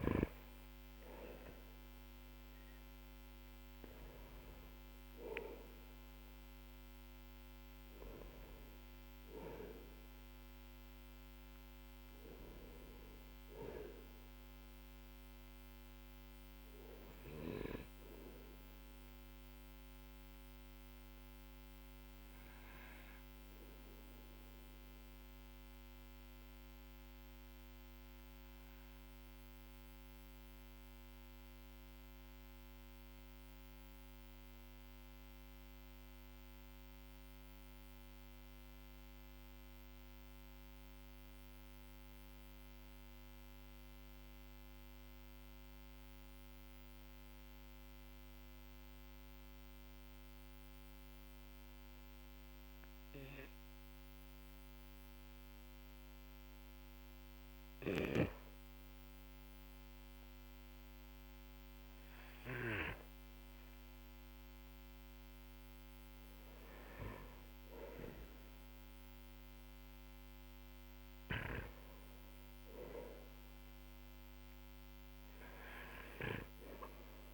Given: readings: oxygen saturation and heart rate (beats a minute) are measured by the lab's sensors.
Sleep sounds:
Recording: breathing in sleep by a microphone on the trachea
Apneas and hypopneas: 1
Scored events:
0.00-1.00 s: arousal
18.00-38.00 s: oxygen desaturation (device-marked, oxygen 93% before, 90% lowest, heart rate 53 before, 45 extreme)
20.00-54.00 s: obstructive apnea (oxygen 97% before, 90% lowest, heart rate 51 before, 45 extreme, up 8 after)
57.00-63.00 s: arousal
58.00-77.34 s: oxygen desaturation (device-marked, oxygen 99% before, 93% lowest, heart rate 53 before, 43 extreme)
76.00-77.34 s: arousal
From the record:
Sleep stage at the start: N2 (light sleep)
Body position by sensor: on the back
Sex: male

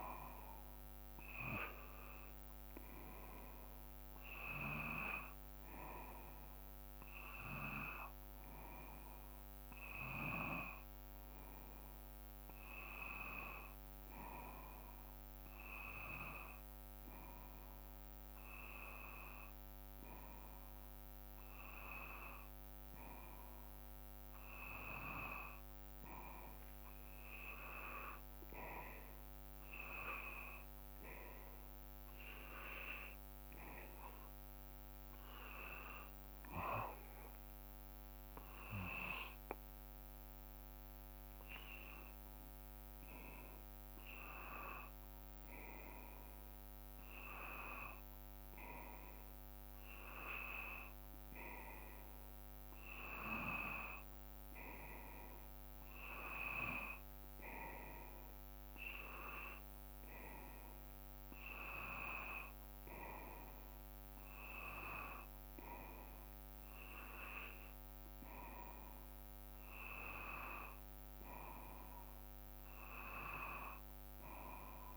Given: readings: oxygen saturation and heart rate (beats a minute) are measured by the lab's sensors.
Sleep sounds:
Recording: breathing in sleep by a microphone on the trachea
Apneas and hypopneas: none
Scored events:
none scored
From the record:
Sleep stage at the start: N2 (light sleep)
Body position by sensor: on the back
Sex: male

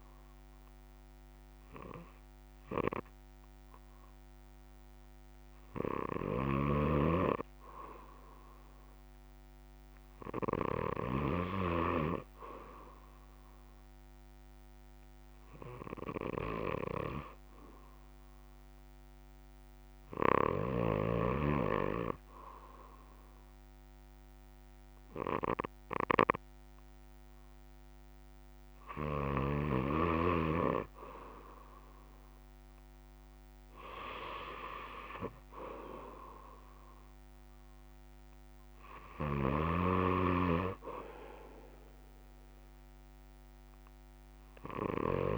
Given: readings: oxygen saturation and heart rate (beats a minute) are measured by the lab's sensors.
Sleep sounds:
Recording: breathing in sleep by a microphone on the trachea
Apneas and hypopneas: 1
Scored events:
0.00-14.50 s: oxygen desaturation (device-marked, oxygen 93% lowest, heart rate 60 extreme)
14.00-30.00 s: hypopnea (oxygen 98% before, 92% lowest, heart rate 62 before, 60 extreme, up 4 after)
16.50-45.38 s: new sleep stage, N2 (light sleep)
From the record:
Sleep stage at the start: N1 (lightest sleep)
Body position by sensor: on the back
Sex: male

